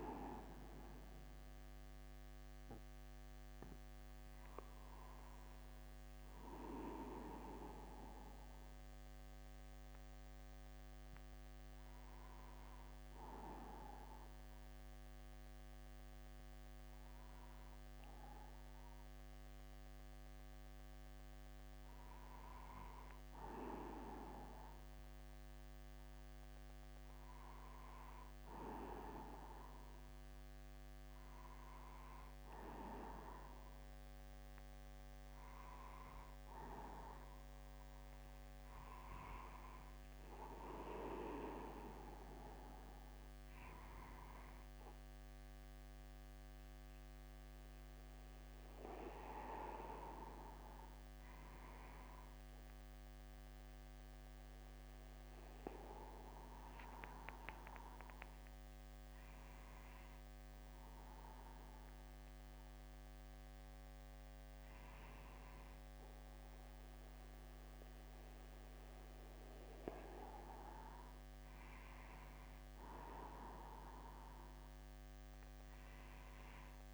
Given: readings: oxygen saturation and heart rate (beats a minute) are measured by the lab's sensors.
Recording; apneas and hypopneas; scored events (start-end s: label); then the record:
a person awake in a sleep study, by a microphone on the trachea; none
26.50-28.50 s: long interval between heartbeats (device-marked, heart rate 50 before, 58 extreme)
From the record:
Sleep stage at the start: awake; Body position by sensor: upright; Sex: male